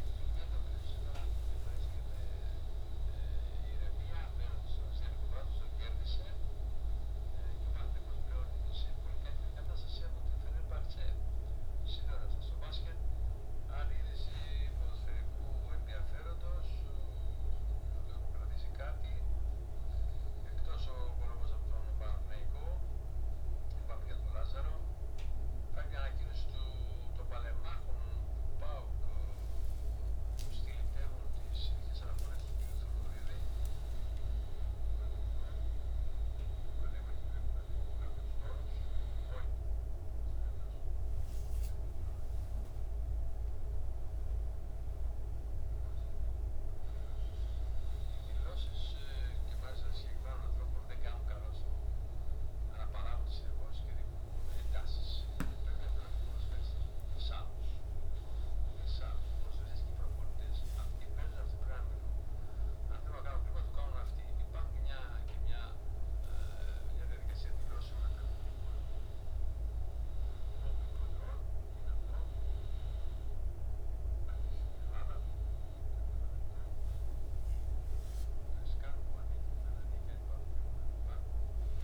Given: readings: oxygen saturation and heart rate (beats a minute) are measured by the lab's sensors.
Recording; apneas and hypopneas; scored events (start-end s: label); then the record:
a person awake in a sleep study, by a room microphone; none
1.00-3.00 s: long interval between heartbeats (device-marked, heart rate 80 before, 78 extreme)
3.00-5.00 s: long interval between heartbeats (device-marked, heart rate 77 before, 106 extreme)
12.50-27.50 s: oxygen desaturation (device-marked, oxygen 97% before, 93% lowest, heart rate 81 before, 66 extreme)
61.50-63.50 s: long interval between heartbeats (device-marked, heart rate 68 before, 79 extreme)
69.00-71.00 s: long interval between heartbeats (device-marked, heart rate 72 before, 79 extreme)
79.00-81.00 s: long interval between heartbeats (device-marked, heart rate 75 before, 75 extreme)
From the record:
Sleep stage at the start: awake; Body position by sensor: on the back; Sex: male